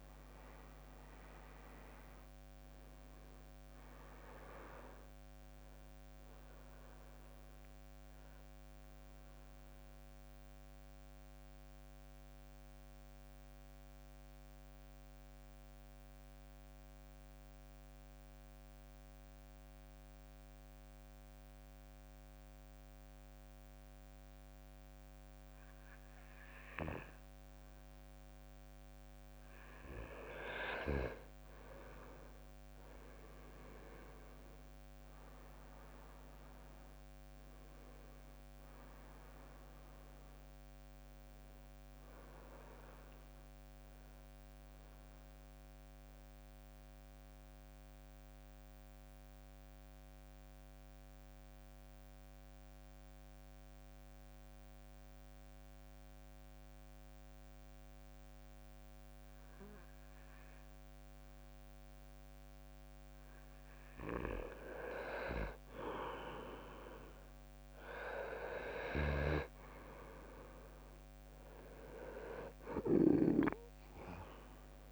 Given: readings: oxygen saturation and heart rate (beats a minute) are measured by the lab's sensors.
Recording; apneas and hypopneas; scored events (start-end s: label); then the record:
breathing in sleep by a microphone on the trachea; 2
0.00-18.00 s: oxygen desaturation (device-marked, oxygen 92% lowest, heart rate 50 extreme)
8.50-29.50 s: mixed apnea (oxygen 99% before, 92% lowest, heart rate 63 before, 50 extreme, up 15 after)
29.00-54.00 s: oxygen desaturation (device-marked, oxygen 98% before, 92% lowest, heart rate 53 before, 52 extreme)
33.00-37.00 s: arousal
33.00-46.00 s: drop in pulse transit time (device-marked, heart rate 55 before, 59 extreme)
46.00-63.00 s: mixed apnea (oxygen 98% before, 90% lowest, heart rate 64 before, 53 extreme, up 10 after)
68.00-74.92 s: oxygen desaturation (device-marked, oxygen 98% before, 92% lowest, heart rate 57 before, 57 extreme)
69.50-73.50 s: arousal
71.00-74.92 s: drop in pulse transit time (device-marked, heart rate 59 before, 59 extreme)
From the record:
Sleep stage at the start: N2 (light sleep); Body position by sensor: on the back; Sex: male